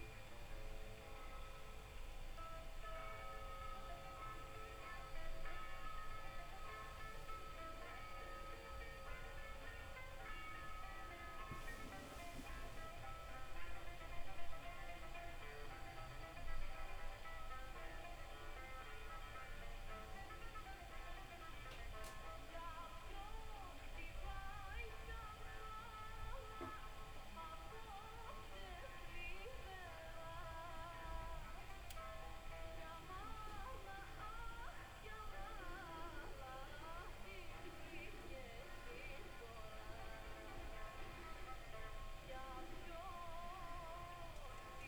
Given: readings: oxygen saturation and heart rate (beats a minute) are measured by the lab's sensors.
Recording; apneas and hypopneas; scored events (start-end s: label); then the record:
breathing in sleep, hard to hear, by a room microphone; 1
0.00-20.00 s: oxygen desaturation (device-marked, oxygen 90% lowest)
11.50-15.50 s: arousal
22.00-32.00 s: hypopnea (oxygen 94% before, 89% lowest)
37.00-40.50 s: arousal
From the record:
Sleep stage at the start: N2 (light sleep); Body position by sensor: on the back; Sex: female